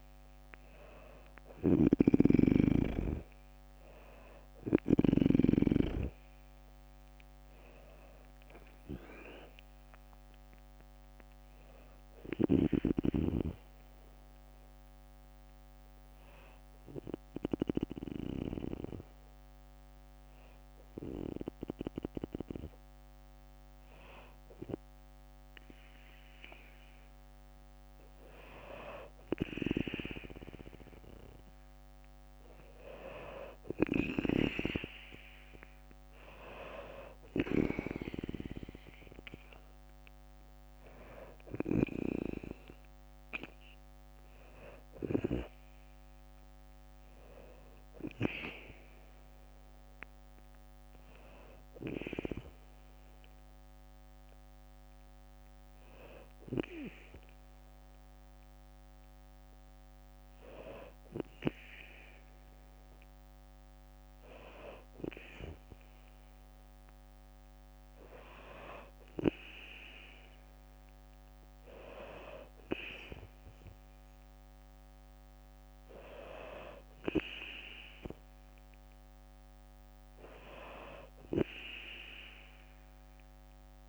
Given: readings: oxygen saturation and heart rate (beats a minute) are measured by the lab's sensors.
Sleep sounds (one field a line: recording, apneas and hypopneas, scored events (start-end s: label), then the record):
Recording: breathing in sleep by a microphone on the trachea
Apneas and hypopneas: 1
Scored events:
0.00-2.00 s: arousal
0.00-19.00 s: drop in pulse transit time (device-marked, heart rate 61 before, 58 extreme)
0.50-4.50 s: snoring (device-marked)
3.00-16.00 s: oxygen desaturation (device-marked, oxygen 96% before, 92% lowest, heart rate 62 before, 57 extreme)
14.00-26.00 s: bradycardia (device-marked, heart rate 62 before, 57 extreme)
15.50-26.50 s: hypopnea (oxygen 96% before, 94% lowest, heart rate 65 before, 57 extreme, up 6 after)
29.00-32.00 s: arousal
35.00-53.00 s: oxygen desaturation (device-marked, oxygen 98% before, 94% lowest, heart rate 59 before, 59 extreme)
43.00-56.00 s: drop in pulse transit time (device-marked, heart rate 61 before, 59 extreme)
52.00-56.00 s: bradycardia (device-marked, heart rate 62 before, 59 extreme)
From the record:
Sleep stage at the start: N2 (light sleep)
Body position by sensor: on the back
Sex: female